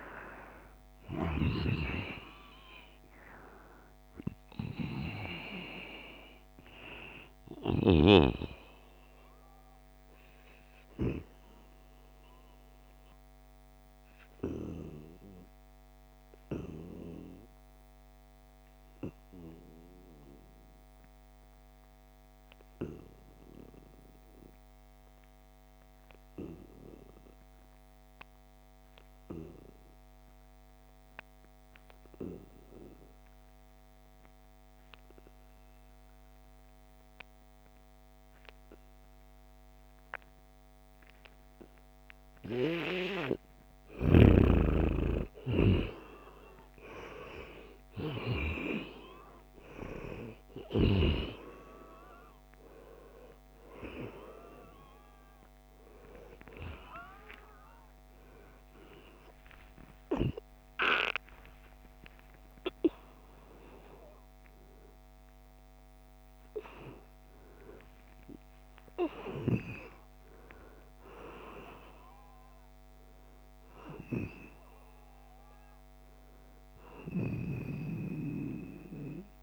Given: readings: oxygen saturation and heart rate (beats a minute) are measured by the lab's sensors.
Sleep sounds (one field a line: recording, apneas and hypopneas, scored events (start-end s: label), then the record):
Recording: a person partly awake in a sleep study, by a microphone on the trachea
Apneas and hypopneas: 1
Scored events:
0.00-20.00 s: oxygen desaturation (device-marked, oxygen 88% lowest, heart rate 69 extreme)
4.00-6.00 s: long interval between heartbeats (device-marked, heart rate 71 before, 90 extreme)
10.00-42.50 s: obstructive apnea (oxygen 97% before, 88% lowest, heart rate 78 before, 69 extreme, up 30 after)
39.00-68.00 s: oxygen desaturation (device-marked, oxygen 97% before, 88% lowest, heart rate 72 before, 80 extreme)
42.00-72.00 s: new sleep stage, awake
42.50-44.50 s: long interval between heartbeats (device-marked, heart rate 72 before, 88 extreme)
46.00-48.00 s: long interval between heartbeats (device-marked, heart rate 75 before, 88 extreme)
57.00-59.00 s: long interval between heartbeats (device-marked, heart rate 83 before, 102 extreme)
59.50-61.50 s: long interval between heartbeats (device-marked, heart rate 87 before, 135 extreme)
62.50-64.50 s: long interval between heartbeats (device-marked, heart rate 99 before, 176 extreme)
66.50-68.50 s: long interval between heartbeats (device-marked, heart rate 115 before, 156 extreme)
72.00-79.43 s: new sleep stage, N1 (lightest sleep)
From the record:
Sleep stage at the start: N2 (light sleep)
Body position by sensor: on the back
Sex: male